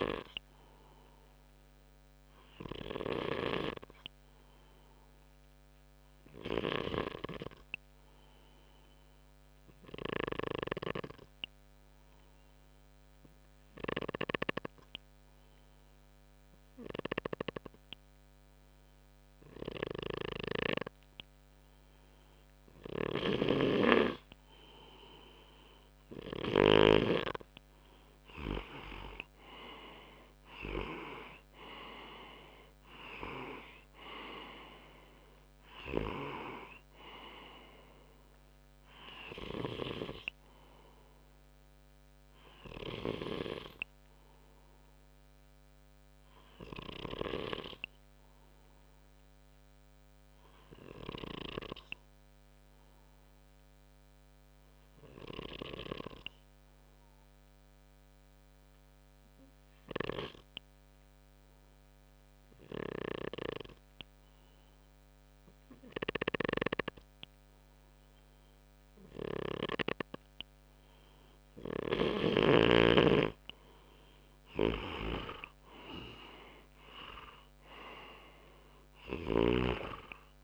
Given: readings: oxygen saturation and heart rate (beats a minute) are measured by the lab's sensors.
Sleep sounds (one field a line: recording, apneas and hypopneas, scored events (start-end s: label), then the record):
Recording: breathing in sleep by a microphone on the trachea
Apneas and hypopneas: 2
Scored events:
5.50-22.50 s: obstructive apnea (oxygen 97% before, 93% lowest, heart rate 67 before, 59 extreme, up 3 after)
9.50-13.50 s: snoring (device-marked)
19.50-26.50 s: snoring (device-marked)
28.50-32.00 s: arousal
28.50-43.50 s: oxygen desaturation (device-marked, oxygen 96% before, 93% lowest, heart rate 66 before, 58 extreme)
48.00-70.50 s: obstructive apnea (oxygen 96% before, 93% lowest, heart rate 66 before, 60 extreme, up 6 after)
65.50-69.50 s: snoring (device-marked)
73.50-77.00 s: arousal
73.50-80.44 s: oxygen desaturation (device-marked, oxygen 97% before, 93% lowest, heart rate 63 before, 62 extreme)
78.50-80.44 s: snoring (device-marked)
From the record:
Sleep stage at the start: N2 (light sleep)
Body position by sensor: on the front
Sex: male